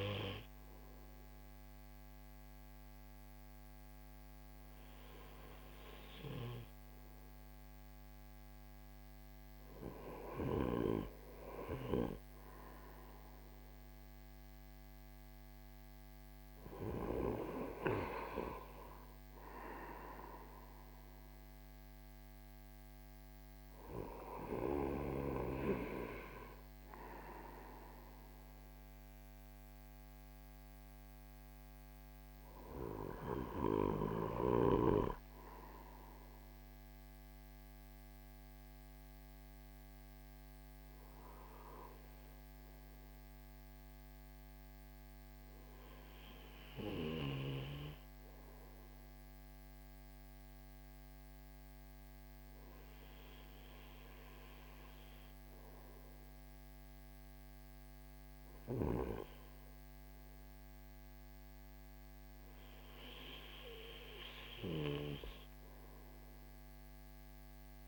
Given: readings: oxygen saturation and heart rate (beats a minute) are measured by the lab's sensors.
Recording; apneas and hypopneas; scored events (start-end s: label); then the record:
breathing in sleep by a microphone on the trachea; none
none scored
From the record:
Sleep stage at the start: REM sleep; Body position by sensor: on the right side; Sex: male